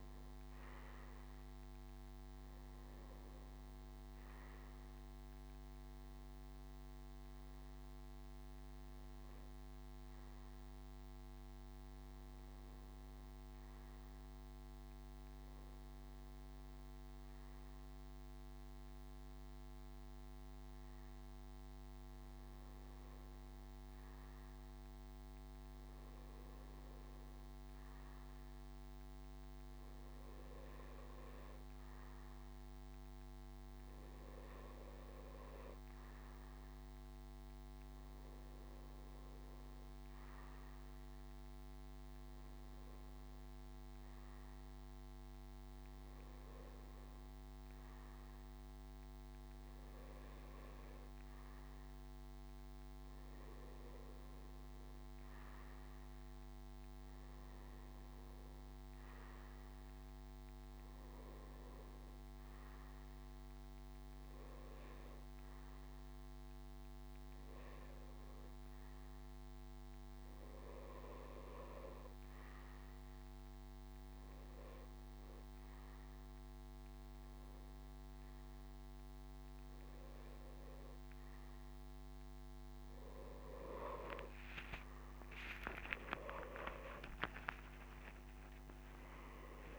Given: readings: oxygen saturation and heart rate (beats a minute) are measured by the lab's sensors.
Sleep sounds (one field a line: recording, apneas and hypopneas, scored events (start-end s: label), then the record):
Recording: breathing in sleep, hard to hear, by a microphone on the trachea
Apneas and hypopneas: none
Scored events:
none scored
From the record:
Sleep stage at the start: N1 (lightest sleep)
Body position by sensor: on the back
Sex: male